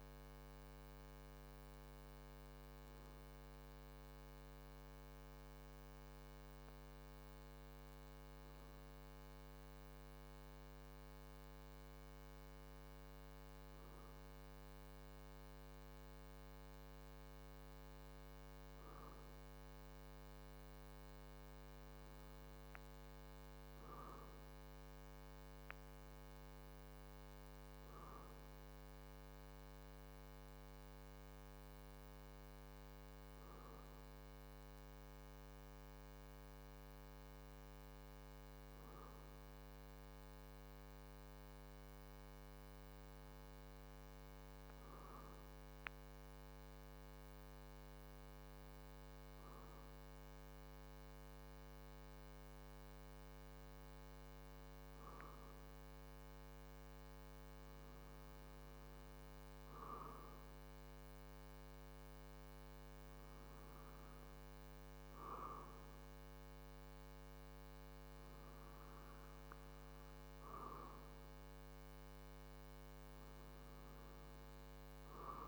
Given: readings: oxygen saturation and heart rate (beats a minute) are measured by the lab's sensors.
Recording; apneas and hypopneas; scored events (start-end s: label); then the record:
breathing in sleep, hard to hear, by a microphone on the trachea; none
none scored
From the record:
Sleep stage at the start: N2 (light sleep); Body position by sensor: on the back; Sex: male